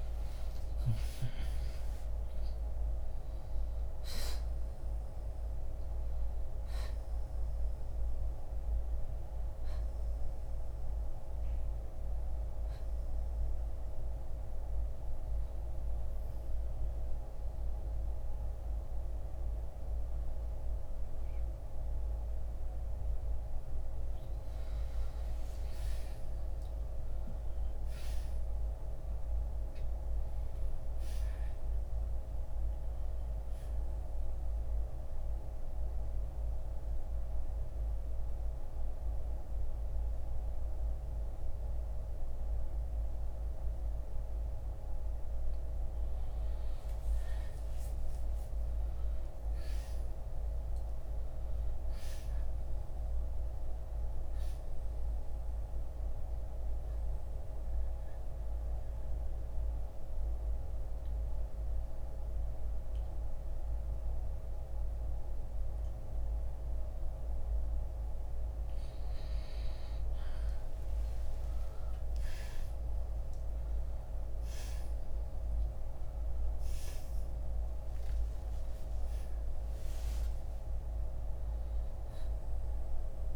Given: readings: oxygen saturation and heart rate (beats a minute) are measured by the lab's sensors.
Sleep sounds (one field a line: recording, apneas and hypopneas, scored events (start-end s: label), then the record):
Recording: breathing in sleep, hard to hear, by a room microphone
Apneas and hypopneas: 2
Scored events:
0.00-3.50 s: oxygen desaturation (device-marked, oxygen 87% lowest, heart rate 57 extreme)
2.50-6.00 s: arousal
13.50-24.50 s: central apnea (oxygen 93% before, 86% lowest, heart rate 67 before, 55 extreme, up 7 after)
17.50-32.50 s: oxygen desaturation (device-marked, oxygen 93% before, 86% lowest, heart rate 67 before, 55 extreme)
26.50-30.00 s: arousal
34.50-51.50 s: oxygen desaturation (device-marked, oxygen 96% before, 87% lowest, heart rate 65 before, 55 extreme)
49.00-53.00 s: arousal
58.00-68.50 s: central apnea (oxygen 96% before, 88% lowest, heart rate 65 before, 57 extreme, up 10 after)
62.50-77.50 s: oxygen desaturation (device-marked, oxygen 94% before, 88% lowest, heart rate 65 before, 57 extreme)
72.00-77.50 s: arousal
From the record:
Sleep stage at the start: N2 (light sleep)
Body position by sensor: on the back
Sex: male